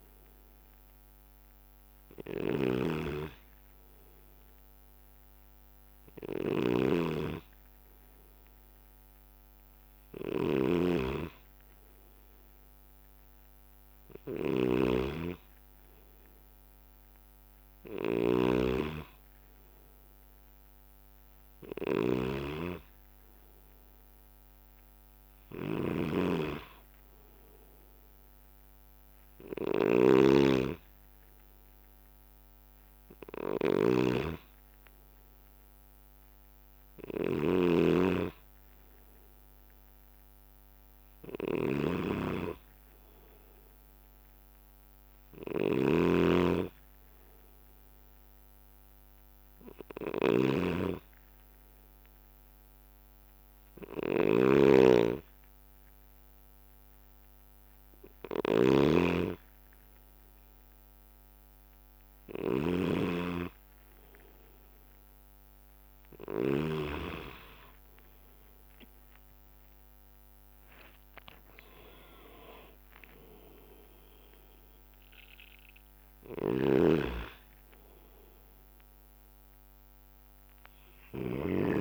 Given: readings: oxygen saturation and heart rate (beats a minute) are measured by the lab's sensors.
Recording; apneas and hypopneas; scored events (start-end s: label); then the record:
breathing in sleep by a microphone on the trachea; none
0.00-67.00 s: snoring (device-marked)
76.50-81.81 s: snoring (device-marked)
From the record:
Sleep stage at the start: N2 (light sleep); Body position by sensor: on the right side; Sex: male